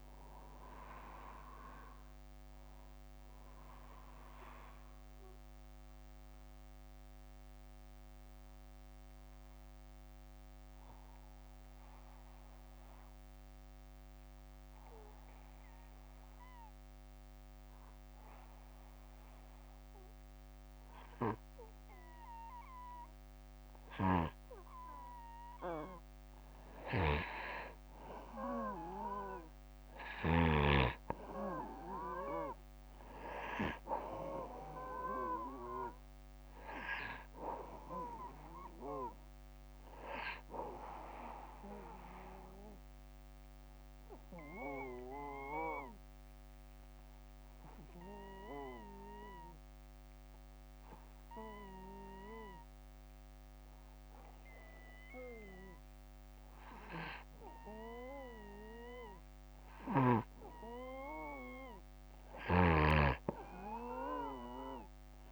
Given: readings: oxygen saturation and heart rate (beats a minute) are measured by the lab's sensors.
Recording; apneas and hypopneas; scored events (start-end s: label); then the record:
breathing in sleep by a microphone on the trachea; 2
4.50-25.00 s: obstructive apnea (oxygen 97% before, 92% lowest, heart rate 64 before, 55 extreme, up 6 after)
26.50-29.50 s: arousal
35.00-57.00 s: oxygen desaturation (device-marked, oxygen 97% before, 92% lowest, heart rate 60 before, 58 extreme)
43.50-59.50 s: obstructive apnea (oxygen 98% before, 92% lowest, heart rate 63 before, 58 extreme, up 13 after)
62.00-65.32 s: snoring (device-marked)
From the record:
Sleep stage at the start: N2 (light sleep); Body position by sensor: on the back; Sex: male